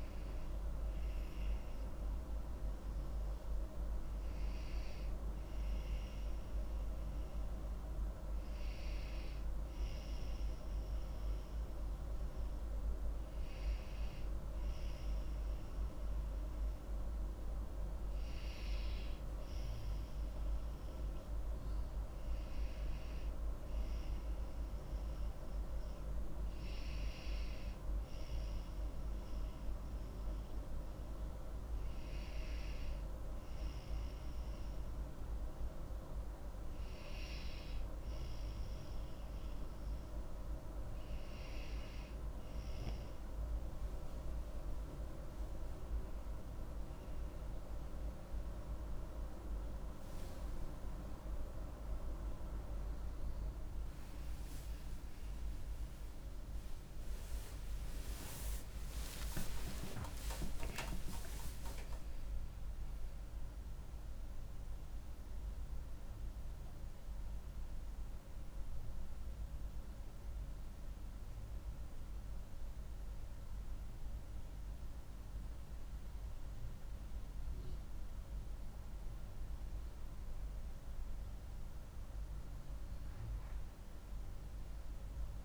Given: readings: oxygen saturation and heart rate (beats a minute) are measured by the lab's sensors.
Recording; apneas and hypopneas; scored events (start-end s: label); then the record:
a person partly awake in a sleep study, by a room microphone; none
35.50-65.50 s: new sleep stage, awake
65.50-85.45 s: new sleep stage, N1 (lightest sleep)
From the record:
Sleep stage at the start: N2 (light sleep); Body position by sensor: on the back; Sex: female